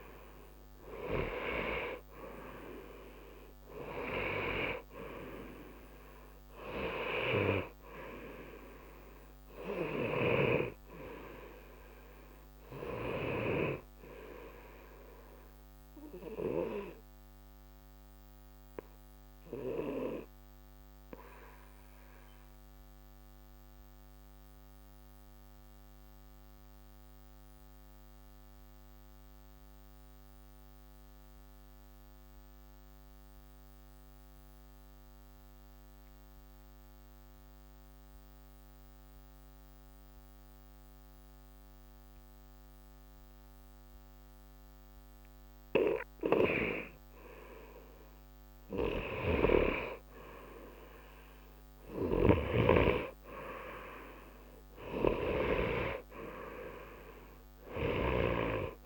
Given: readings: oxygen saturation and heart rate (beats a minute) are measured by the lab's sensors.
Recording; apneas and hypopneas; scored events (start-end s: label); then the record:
breathing in sleep by a microphone on the trachea; 1
15.00-46.00 s: obstructive apnea (oxygen 94% before, 86% lowest, heart rate 60 before, 60 extreme, up 0 after)
16.00-35.00 s: oxygen desaturation (device-marked, oxygen 91% before, 87% lowest, heart rate 60 before, 60 extreme)
49.00-58.86 s: oxygen desaturation (device-marked, oxygen 96% before, 86% lowest, heart rate 62 before, 60 extreme)
49.50-53.00 s: arousal
From the record:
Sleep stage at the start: N2 (light sleep); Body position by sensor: on the right side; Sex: male